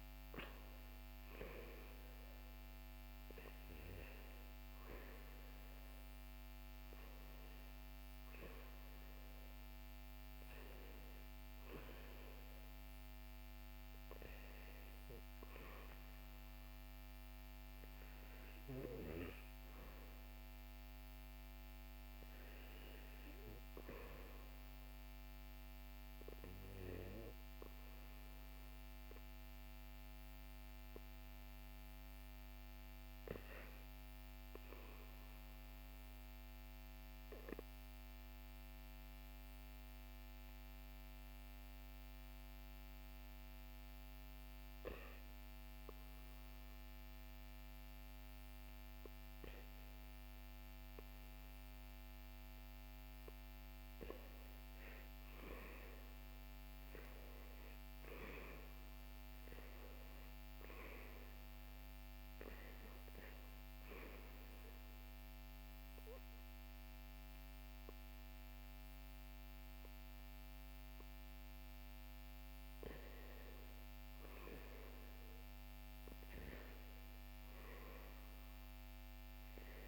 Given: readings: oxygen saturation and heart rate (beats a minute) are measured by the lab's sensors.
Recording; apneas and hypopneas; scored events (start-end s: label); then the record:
breathing in sleep by a microphone on the trachea; 2
35.50-54.50 s: obstructive apnea (oxygen 97% before, 92% lowest, heart rate 64 before, 65 extreme, up 1 after)
57.00-60.50 s: arousal
64.50-74.50 s: mixed apnea (oxygen 98% before, 92% lowest, heart rate 67 before, 68 extreme, up 1 after)
71.50-79.88 s: oxygen desaturation (device-marked, oxygen 96% before, 92% lowest, heart rate 67 before, 53 extreme)
78.50-79.88 s: arousal
From the record:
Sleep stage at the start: REM sleep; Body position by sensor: on the back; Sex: male